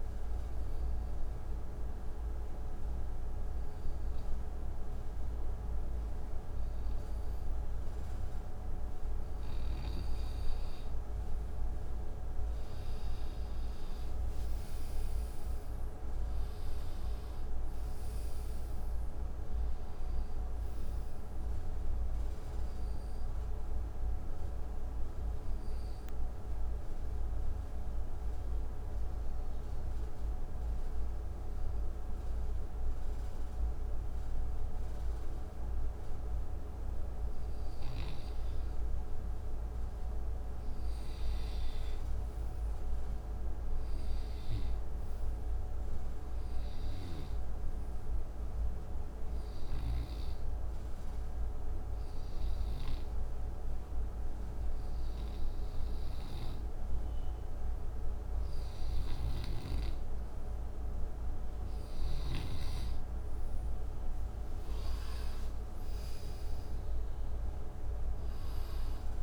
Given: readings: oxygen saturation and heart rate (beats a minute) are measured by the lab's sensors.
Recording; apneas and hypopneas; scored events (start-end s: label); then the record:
breathing in sleep, hard to hear, by a room microphone; 3
0.50-10.50 s: obstructive apnea (oxygen 97% before, 89% lowest, heart rate 69 before, 65 extreme, up 10 after)
1.00-8.00 s: oxygen desaturation (device-marked, oxygen 97% before, 92% lowest, heart rate 69 before, 65 extreme)
13.50-17.50 s: arousal
17.00-30.00 s: oxygen desaturation (device-marked, oxygen 93% before, 89% lowest, heart rate 70 before, 65 extreme)
26.50-39.00 s: obstructive apnea (oxygen 96% before, 90% lowest, heart rate 71 before, 67 extreme, up 1 after)
41.50-44.00 s: arousal
42.00-53.00 s: oxygen desaturation (device-marked, oxygen 96% before, 90% lowest, heart rate 69 before, 65 extreme)
49.50-61.00 s: hypopnea (oxygen 96% before, 86% lowest, heart rate 69 before, 59 extreme, up 11 after)
59.00-62.50 s: snoring (device-marked)
64.50-68.50 s: arousal
From the record:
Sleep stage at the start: N2 (light sleep); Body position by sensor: on the right side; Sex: male